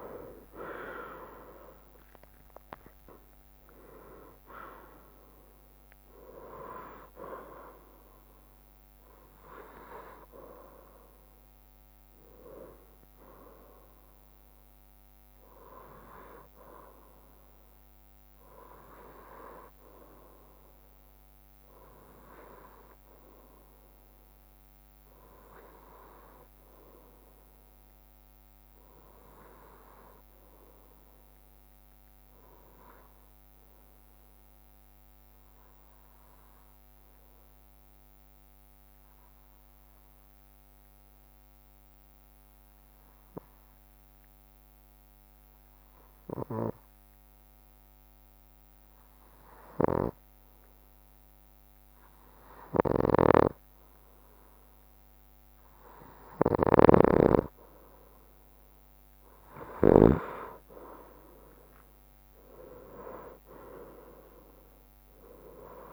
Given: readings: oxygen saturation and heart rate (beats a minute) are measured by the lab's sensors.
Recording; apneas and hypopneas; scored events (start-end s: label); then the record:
breathing in sleep by a microphone on the trachea; 1
0.00-3.50 s: arousal
0.00-13.00 s: drop in pulse transit time (device-marked, heart rate 62 extreme)
32.00-50.50 s: obstructive apnea (oxygen 98% before, 94% lowest, heart rate 64 before, 63 extreme, up 1 after)
49.00-59.50 s: snoring (device-marked)
58.00-65.92 s: drop in pulse transit time (device-marked, heart rate 64 before, 63 extreme)
From the record:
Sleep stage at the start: N2 (light sleep); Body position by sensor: on the right side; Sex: male